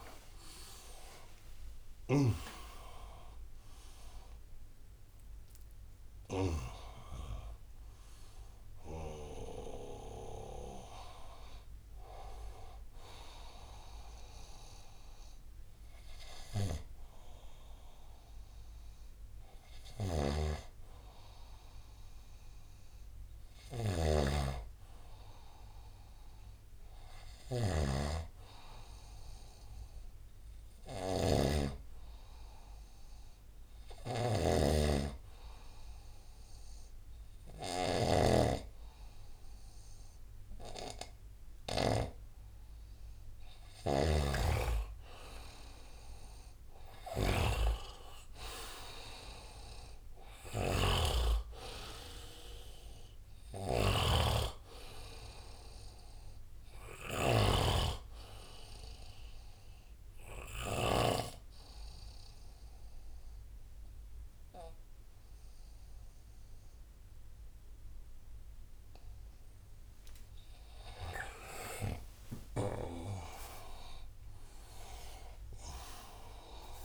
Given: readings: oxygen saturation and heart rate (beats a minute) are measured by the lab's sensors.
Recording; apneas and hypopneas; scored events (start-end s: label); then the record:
breathing in sleep by a room microphone; 2
0.00-1.00 s: tachycardia (device-marked, heart rate 169 extreme)
0.00-2.00 s: snoring (device-marked)
0.00-16.00 s: oxygen desaturation (device-marked, oxygen 85% lowest, heart rate 67 extreme)
19.50-42.00 s: snoring (device-marked)
22.00-76.85 s: new sleep stage, N2 (light sleep)
26.50-30.50 s: arousal
34.00-66.00 s: oxygen desaturation (device-marked, oxygen 99% before, 90% lowest, heart rate 77 before, 62 extreme)
34.50-45.00 s: hypopnea (oxygen 99% before, 90% lowest, heart rate 77 before, 70 extreme, up 4 after)
44.00-61.00 s: snoring (device-marked)
48.00-51.00 s: arousal
60.00-71.00 s: obstructive apnea (oxygen 97% before, 93% lowest, heart rate 78 before, 62 extreme, up 6 after)
72.50-76.00 s: arousal
From the record:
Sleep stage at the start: N1 (lightest sleep); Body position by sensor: on the right side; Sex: male